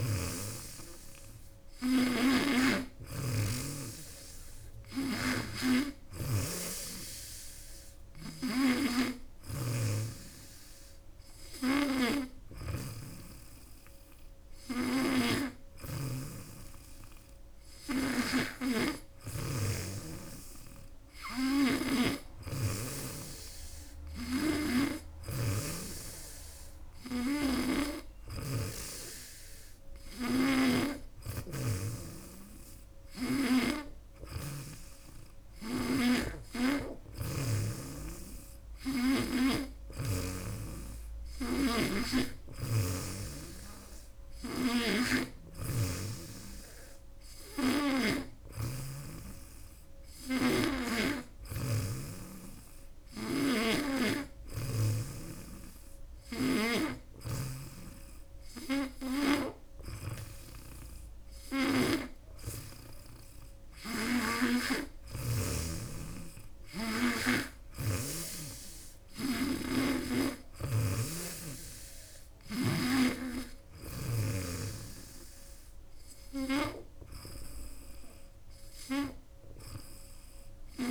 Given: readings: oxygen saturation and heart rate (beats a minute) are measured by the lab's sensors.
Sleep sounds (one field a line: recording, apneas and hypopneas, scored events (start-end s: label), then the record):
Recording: breathing in sleep by a room microphone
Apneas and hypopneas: none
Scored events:
0.00-12.50 s: snoring (device-marked)
14.50-33.50 s: snoring (device-marked)
35.50-40.00 s: snoring (device-marked)
44.50-48.00 s: snoring (device-marked)
50.00-56.50 s: snoring (device-marked)
63.50-67.00 s: snoring (device-marked)
69.00-72.50 s: snoring (device-marked)
From the record:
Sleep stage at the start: N2 (light sleep)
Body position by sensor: on the back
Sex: female